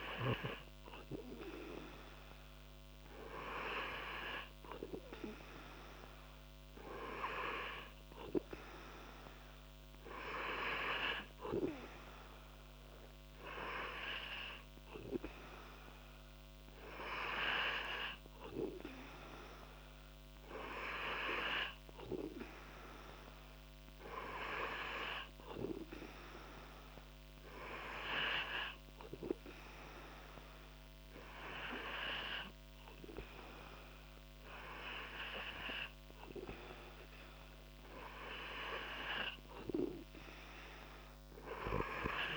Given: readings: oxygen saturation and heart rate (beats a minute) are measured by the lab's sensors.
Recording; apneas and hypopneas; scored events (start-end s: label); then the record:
breathing in sleep by a microphone on the trachea; none
none scored
From the record:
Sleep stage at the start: N2 (light sleep); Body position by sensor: on the back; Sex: male